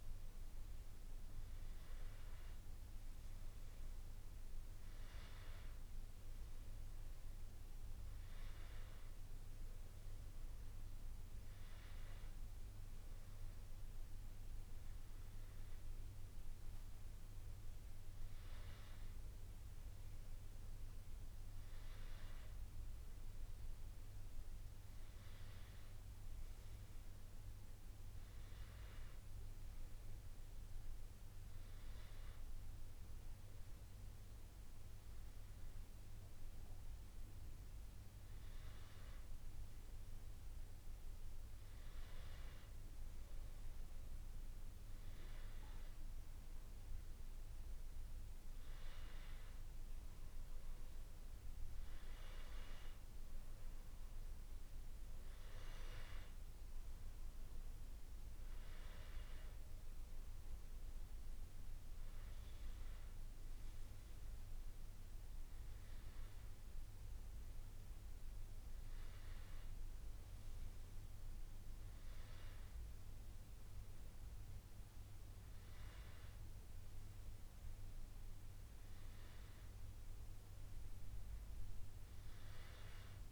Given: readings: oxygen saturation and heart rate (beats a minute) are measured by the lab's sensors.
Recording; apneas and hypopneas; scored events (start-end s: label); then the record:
breathing in sleep, hard to hear, by a room microphone; none
59.50-63.50 s: arousal
From the record:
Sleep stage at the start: N2 (light sleep); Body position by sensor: on the back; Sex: male